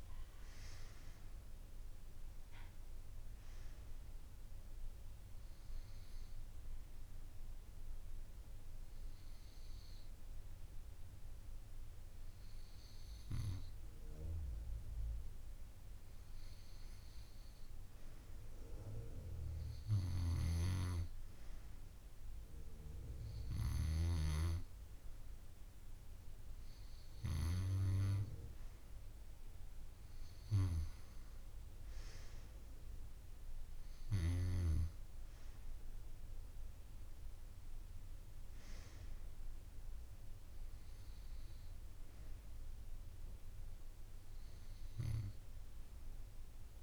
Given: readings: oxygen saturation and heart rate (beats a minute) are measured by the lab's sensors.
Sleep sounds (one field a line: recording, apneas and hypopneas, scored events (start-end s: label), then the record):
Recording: breathing in sleep by a room microphone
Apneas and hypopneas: none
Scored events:
none scored
From the record:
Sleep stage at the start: N2 (light sleep)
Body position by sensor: on the right side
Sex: female